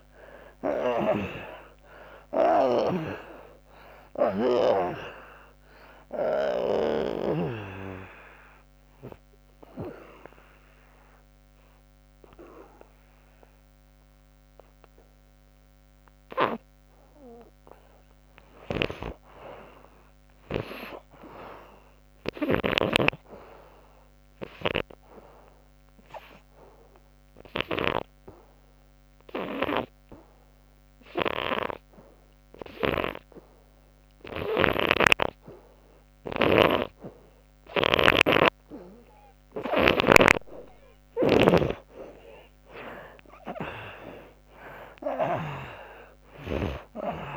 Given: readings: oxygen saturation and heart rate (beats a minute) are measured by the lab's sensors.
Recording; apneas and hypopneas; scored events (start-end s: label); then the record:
breathing in sleep by a microphone on the trachea; 2
0.00-1.50 s: arousal
4.00-17.00 s: oxygen desaturation (device-marked, oxygen 96% before, 78% lowest, heart rate 76 before, 68 extreme)
6.00-17.00 s: obstructive apnea (oxygen 96% before, 78% lowest, heart rate 80 before, 68 extreme, up 6 after)
18.50-21.50 s: arousal
23.50-37.00 s: obstructive apnea (oxygen 97% before, 81% lowest, heart rate 90 before, 68 extreme, up 28 after)
29.00-47.37 s: oxygen desaturation (device-marked, oxygen 97% before, 81% lowest, heart rate 83 before, 66 extreme)
34.00-45.00 s: snoring (device-marked)
43.50-47.37 s: arousal
From the record:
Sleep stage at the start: N2 (light sleep); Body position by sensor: on the back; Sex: female